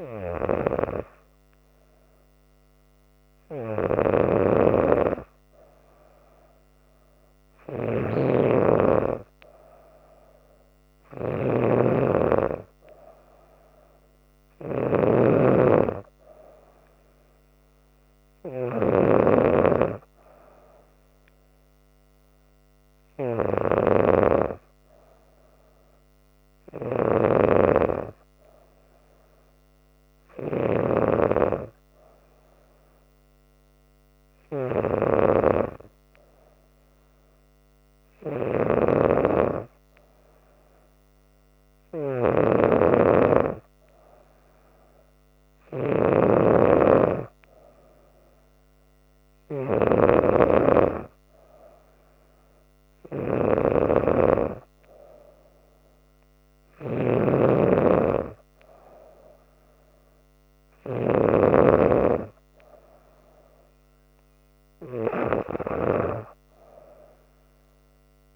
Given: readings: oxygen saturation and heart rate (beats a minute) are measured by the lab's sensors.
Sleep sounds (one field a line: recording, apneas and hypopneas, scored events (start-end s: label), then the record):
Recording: breathing in sleep by a microphone on the trachea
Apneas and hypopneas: none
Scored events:
4.00-31.00 s: snoring (device-marked)
38.50-61.50 s: snoring (device-marked)
From the record:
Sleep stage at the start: N2 (light sleep)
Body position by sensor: on the back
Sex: female